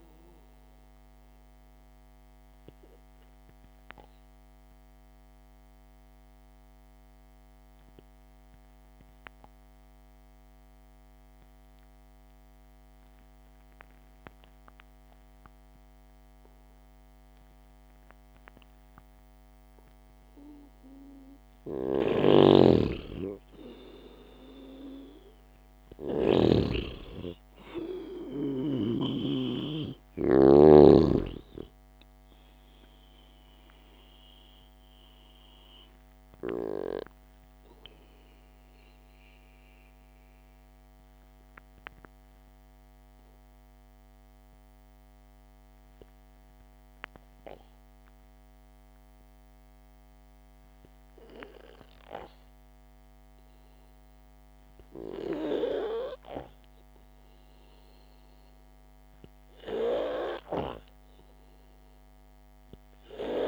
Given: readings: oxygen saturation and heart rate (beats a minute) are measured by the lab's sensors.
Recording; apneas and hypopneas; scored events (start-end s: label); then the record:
breathing in sleep by a microphone on the trachea; 2
1.50-22.50 s: mixed apnea (oxygen 98% before, 89% lowest, heart rate 58 before, 54 extreme, up 2 after)
4.50-16.50 s: oxygen desaturation (device-marked, oxygen 94% before, 89% lowest, heart rate 59 before, 54 extreme)
22.50-27.00 s: snoring (device-marked)
24.00-26.50 s: arousal
32.50-53.50 s: oxygen desaturation (device-marked, oxygen 97% before, 90% lowest, heart rate 63 before, 50 extreme)
42.00-55.00 s: obstructive apnea (oxygen 98% before, 90% lowest, heart rate 58 before, 50 extreme)
56.50-59.50 s: arousal
From the record:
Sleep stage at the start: N2 (light sleep); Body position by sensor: on the back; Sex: male